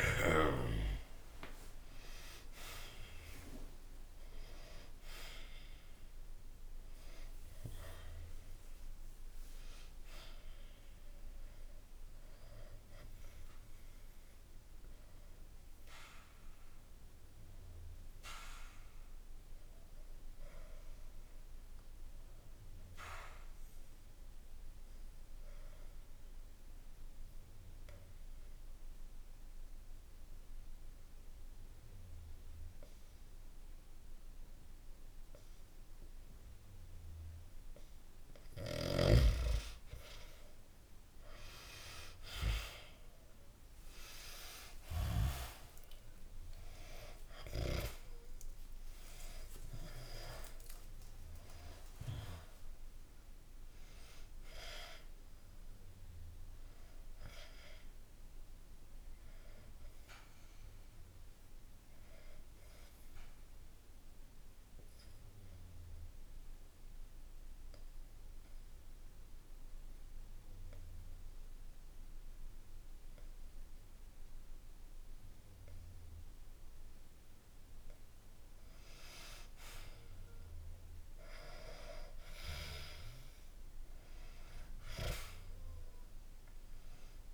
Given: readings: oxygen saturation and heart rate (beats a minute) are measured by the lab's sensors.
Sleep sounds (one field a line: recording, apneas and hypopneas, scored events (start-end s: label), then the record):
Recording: breathing in sleep by a room microphone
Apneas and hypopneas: 2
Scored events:
0.00-3.50 s: arousal
3.50-16.50 s: oxygen desaturation (device-marked, oxygen 96% before, 91% lowest, heart rate 64 before, 63 extreme)
12.00-38.00 s: obstructive apnea (oxygen 96% before, 91% lowest, heart rate 71 before, 63 extreme, up 12 after)
40.50-47.50 s: arousal
52.50-64.50 s: oxygen desaturation (device-marked, oxygen 98% before, 92% lowest, heart rate 79 before, 60 extreme)
60.00-76.50 s: obstructive apnea (oxygen 99% before, 92% lowest, heart rate 94 before, 60 extreme, up 0 after)
79.00-82.50 s: arousal
From the record:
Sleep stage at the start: REM sleep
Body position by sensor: on the back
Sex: male